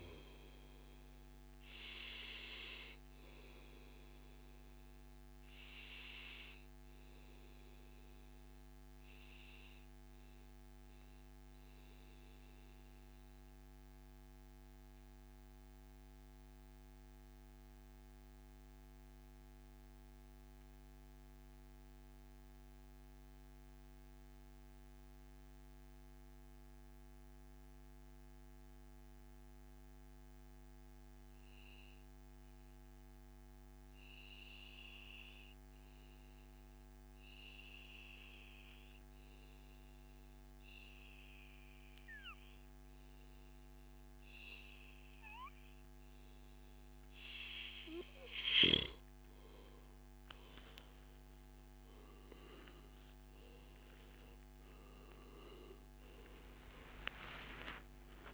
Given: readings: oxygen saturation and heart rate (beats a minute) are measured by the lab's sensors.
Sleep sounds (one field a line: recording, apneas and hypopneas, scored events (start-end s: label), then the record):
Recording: breathing in sleep by a microphone on the trachea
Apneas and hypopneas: 1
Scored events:
4.50-6.50 s: long interval between heartbeats (device-marked, heart rate 104 before, 97 extreme)
6.50-47.00 s: mixed apnea (oxygen 97% before, 92% lowest, heart rate 103 before, 90 extreme, up 34 after)
11.00-13.00 s: long interval between heartbeats (device-marked, heart rate 103 before, 97 extreme)
43.50-58.34 s: oxygen desaturation (device-marked, oxygen 98% before, 92% lowest, heart rate 102 before, 109 extreme)
55.50-58.34 s: arousal
From the record:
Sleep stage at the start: N2 (light sleep)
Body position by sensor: on the back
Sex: male